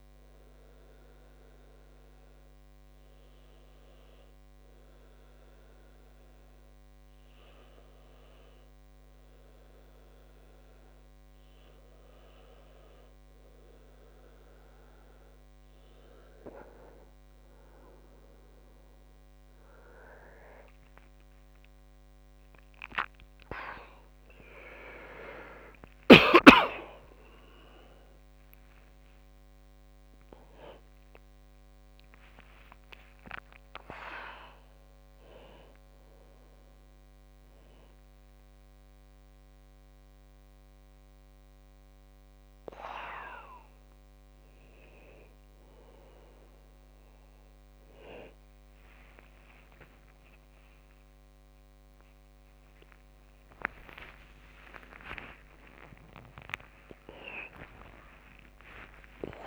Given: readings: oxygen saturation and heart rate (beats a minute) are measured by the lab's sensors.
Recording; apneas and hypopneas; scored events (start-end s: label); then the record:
a person awake in a sleep study, by a microphone on the trachea; none
21.50-23.50 s: long interval between heartbeats (device-marked, heart rate 74 before, 90 extreme)
23.50-59.47 s: new sleep stage, awake
24.00-26.00 s: long interval between heartbeats (device-marked, heart rate 76 before, 107 extreme)
47.50-49.50 s: long interval between heartbeats (device-marked, heart rate 97 before, 100 extreme)
49.50-51.50 s: long interval between heartbeats (device-marked, heart rate 95 before, 115 extreme)
55.00-57.00 s: long interval between heartbeats (device-marked, heart rate 97 before, 116 extreme)
57.50-59.47 s: long interval between heartbeats (device-marked, heart rate 101 before, 119 extreme)
From the record:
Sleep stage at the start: N2 (light sleep); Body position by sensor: on the back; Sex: male